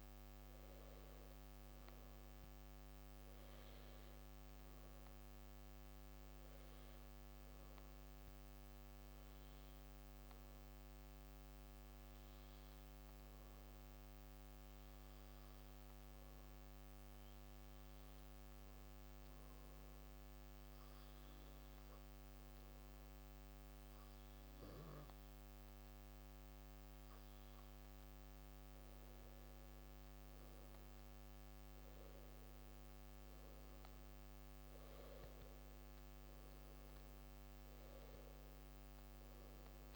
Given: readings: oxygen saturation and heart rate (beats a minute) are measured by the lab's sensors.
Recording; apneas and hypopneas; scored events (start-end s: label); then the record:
breathing in sleep, hard to hear, by a microphone on the trachea; 1
15.00-28.50 s: obstructive apnea (oxygen 96% before, 93% lowest)
30.00-35.50 s: arousal
From the record:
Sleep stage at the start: N2 (light sleep); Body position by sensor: on the back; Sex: male